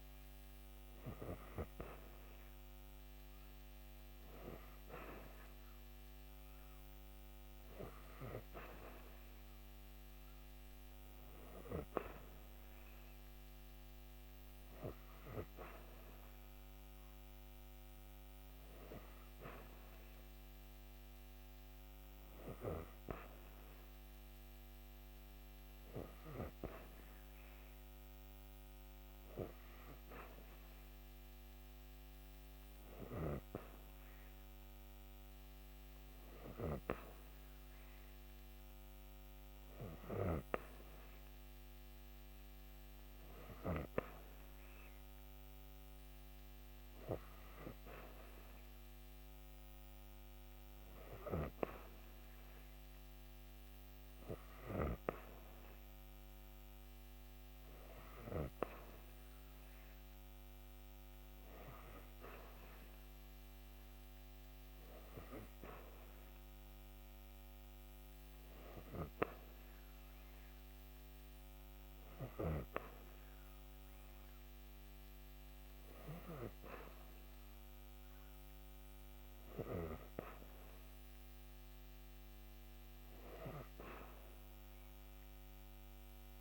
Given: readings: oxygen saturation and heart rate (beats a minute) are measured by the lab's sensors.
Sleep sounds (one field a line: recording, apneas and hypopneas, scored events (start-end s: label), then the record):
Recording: breathing in sleep by a microphone on the trachea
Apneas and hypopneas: none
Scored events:
none scored
From the record:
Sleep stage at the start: N3 (deep sleep)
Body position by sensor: on the back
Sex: female